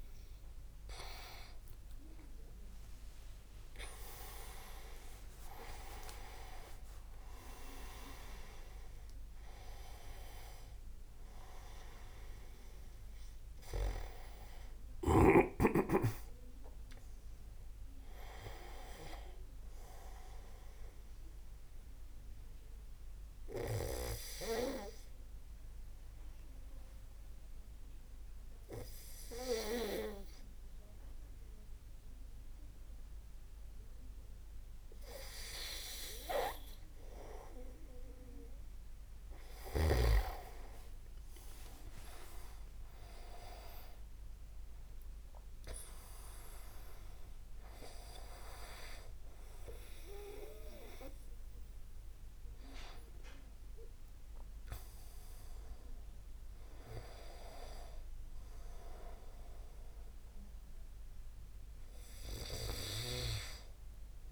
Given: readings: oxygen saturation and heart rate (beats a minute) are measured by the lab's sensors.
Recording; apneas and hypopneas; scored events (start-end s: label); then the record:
breathing in sleep by a room microphone; none
2.00-7.00 s: arousal
5.00-7.50 s: leg movement (device-marked)
42.00-45.00 s: leg movement (device-marked)
43.50-48.50 s: arousal
From the record:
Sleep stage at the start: N2 (light sleep); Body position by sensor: on the back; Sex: male